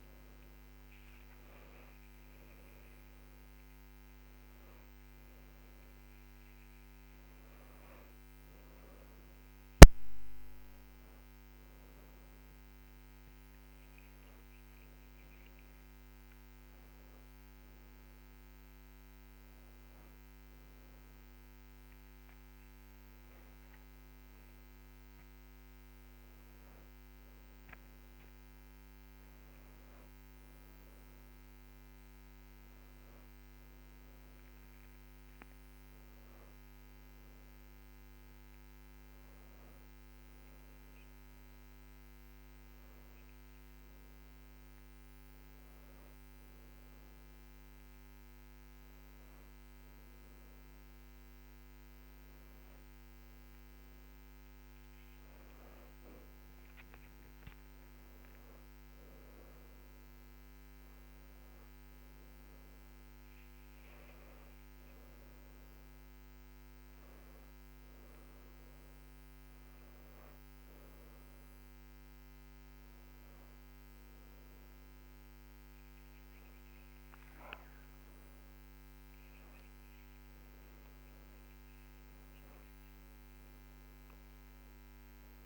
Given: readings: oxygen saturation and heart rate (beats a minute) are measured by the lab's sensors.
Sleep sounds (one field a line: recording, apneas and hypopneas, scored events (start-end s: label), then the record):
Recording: a person awake in a sleep study, hard to hear, by a microphone on the trachea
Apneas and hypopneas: none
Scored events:
none scored
From the record:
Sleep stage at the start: awake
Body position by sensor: on the back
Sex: female